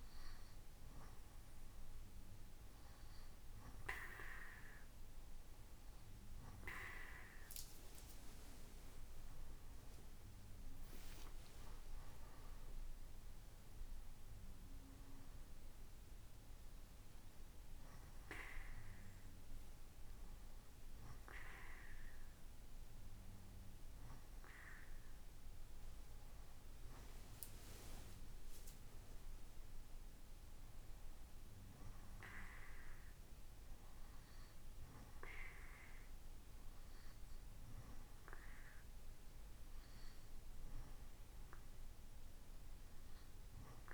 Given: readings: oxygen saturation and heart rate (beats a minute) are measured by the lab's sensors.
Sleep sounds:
a person awake in a sleep study, by a room microphone; none
none scored
From the record:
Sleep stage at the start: awake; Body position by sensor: on the right side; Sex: male

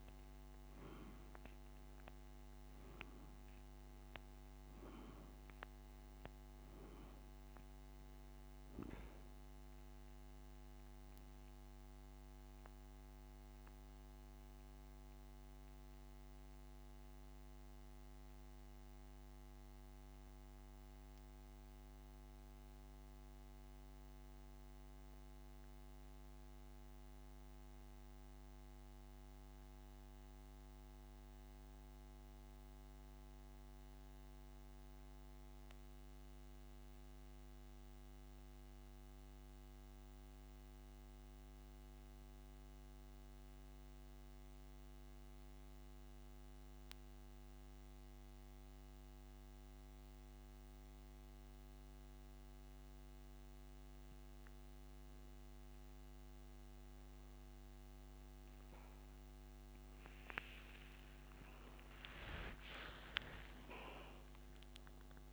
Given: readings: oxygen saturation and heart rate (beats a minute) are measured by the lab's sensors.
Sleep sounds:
breathing in sleep, hard to hear, by a microphone on the trachea; 1
9.50-51.50 s: oxygen desaturation (device-marked, oxygen 96% before, 85% lowest, heart rate 37 before, 26 extreme)
15.50-56.00 s: mixed apnea (oxygen 97% before, 85% lowest)
60.50-65.33 s: arousal
From the record:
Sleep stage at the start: N2 (light sleep); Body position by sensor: on the back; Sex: male

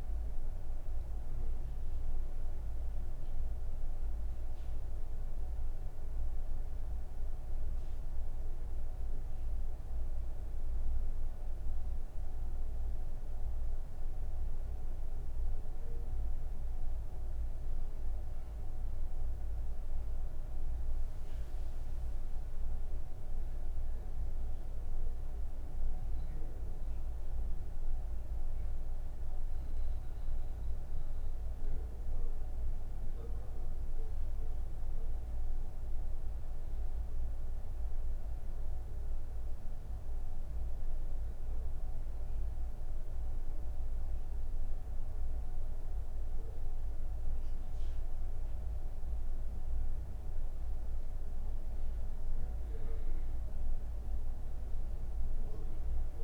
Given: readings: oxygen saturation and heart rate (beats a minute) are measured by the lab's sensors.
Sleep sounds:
breathing in sleep, hard to hear, by a room microphone; none
0.00-27.50 s: oxygen desaturation (device-marked, oxygen 90% lowest)
From the record:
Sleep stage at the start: N3 (deep sleep); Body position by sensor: on the right side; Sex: female

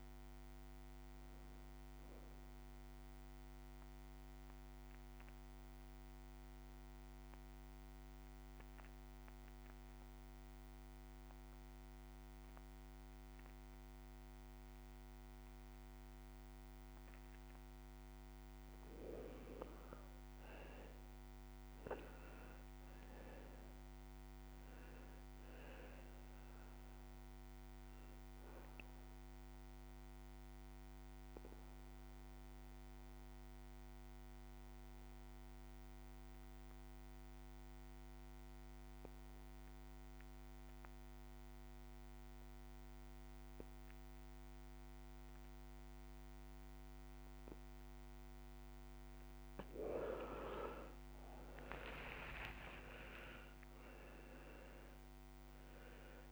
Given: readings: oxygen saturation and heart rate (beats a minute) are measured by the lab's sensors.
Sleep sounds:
breathing in sleep by a microphone on the trachea; 2
0.00-11.00 s: oxygen desaturation (device-marked, oxygen 88% lowest)
3.00-17.00 s: obstructive apnea (oxygen 98% before, 87% lowest)
18.50-22.00 s: arousal
24.00-39.00 s: oxygen desaturation (device-marked, oxygen 98% before, 91% lowest)
27.50-47.00 s: obstructive apnea (oxygen 99% before, 87% lowest)
48.00-56.32 s: oxygen desaturation (device-marked, oxygen 97% before, 87% lowest)
50.50-54.00 s: arousal
From the record:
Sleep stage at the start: N2 (light sleep); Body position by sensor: on the right side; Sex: male

